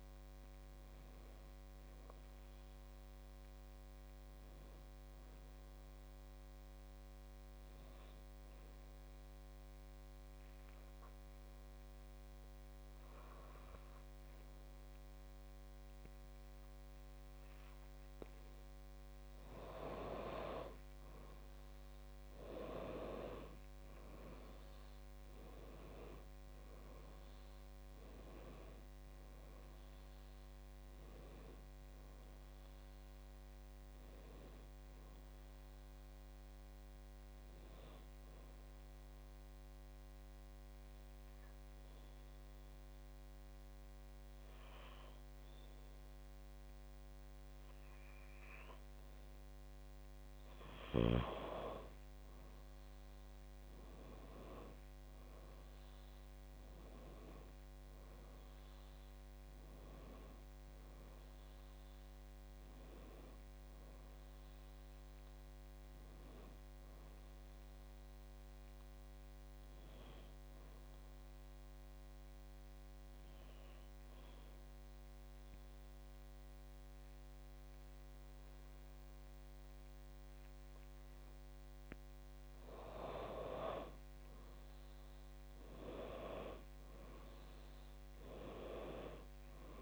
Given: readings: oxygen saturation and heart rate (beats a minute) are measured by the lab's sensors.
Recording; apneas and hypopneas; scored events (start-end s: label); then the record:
breathing in sleep by a microphone on the trachea; 3
6.50-19.00 s: obstructive apnea (oxygen 98% before, 92% lowest, heart rate 64 before, 53 extreme, up 24 after)
21.50-25.00 s: arousal
26.00-45.00 s: oxygen desaturation (device-marked, oxygen 96% before, 92% lowest, heart rate 66 before, 52 extreme)
36.50-50.00 s: obstructive apnea (oxygen 96% before, 92% lowest, heart rate 70 before, 52 extreme, up 27 after)
51.50-55.50 s: arousal
60.00-76.00 s: oxygen desaturation (device-marked, oxygen 97% before, 93% lowest, heart rate 65 before, 54 extreme)
70.00-81.50 s: obstructive apnea (oxygen 97% before, 93% lowest, heart rate 69 before, 52 extreme, up 8 after)
83.00-87.00 s: arousal
From the record:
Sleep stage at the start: N2 (light sleep); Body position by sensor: on the back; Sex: female